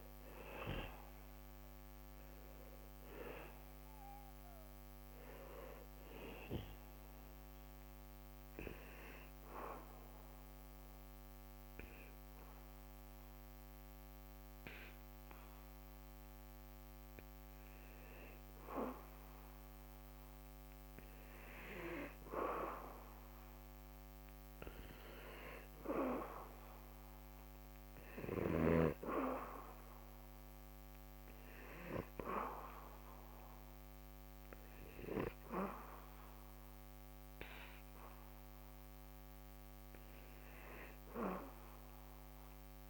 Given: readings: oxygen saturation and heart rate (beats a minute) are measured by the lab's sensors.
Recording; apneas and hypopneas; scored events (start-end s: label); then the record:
breathing in sleep by a microphone on the trachea; 1
0.00-15.00 s: oxygen desaturation (device-marked, oxygen 90% lowest, heart rate 74 extreme)
2.50-18.00 s: obstructive apnea (oxygen 96% before, 90% lowest, heart rate 79 before, 74 extreme, up 0 after)
20.00-23.50 s: arousal
From the record:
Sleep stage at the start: N2 (light sleep); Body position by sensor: on the back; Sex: male